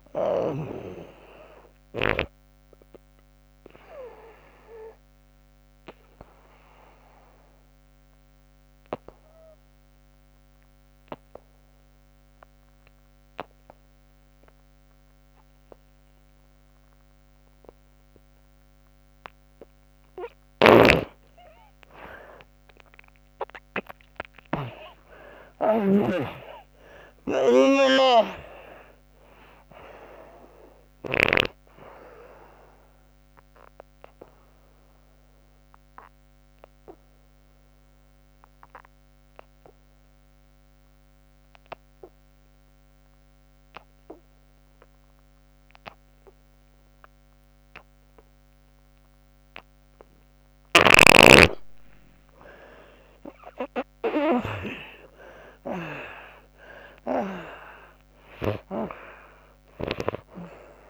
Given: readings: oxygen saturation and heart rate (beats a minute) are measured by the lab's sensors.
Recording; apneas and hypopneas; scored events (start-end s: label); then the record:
breathing in sleep by a microphone on the trachea; 2
0.00-19.00 s: oxygen desaturation (device-marked, oxygen 75% lowest, heart rate 62 extreme)
2.50-19.50 s: obstructive apnea (oxygen 97% before, 75% lowest, heart rate 84 before, 62 extreme, up 36 after)
20.00-24.00 s: snoring (device-marked)
21.00-44.00 s: oxygen desaturation (device-marked, oxygen 97% before, 77% lowest, heart rate 78 before, 62 extreme)
22.00-26.50 s: arousal
33.00-49.00 s: obstructive apnea (oxygen 97% before, 76% lowest, heart rate 79 before, 61 extreme, up 34 after)
49.00-60.90 s: oxygen desaturation (device-marked, oxygen 98% before, 79% lowest, heart rate 76 before, 61 extreme)
50.00-59.50 s: snoring (device-marked)
53.00-56.50 s: arousal
From the record:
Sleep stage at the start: N2 (light sleep); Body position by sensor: on the back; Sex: female